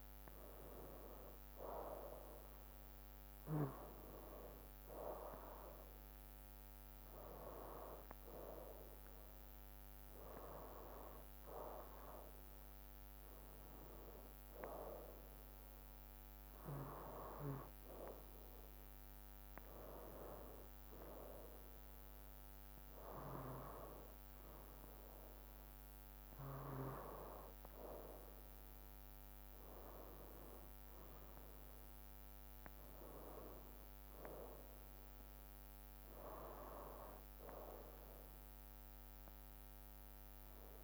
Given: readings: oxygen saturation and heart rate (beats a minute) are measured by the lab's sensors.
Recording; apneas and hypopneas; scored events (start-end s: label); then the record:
breathing in sleep by a microphone on the trachea; none
none scored
From the record:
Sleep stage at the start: N2 (light sleep); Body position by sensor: on the right side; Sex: male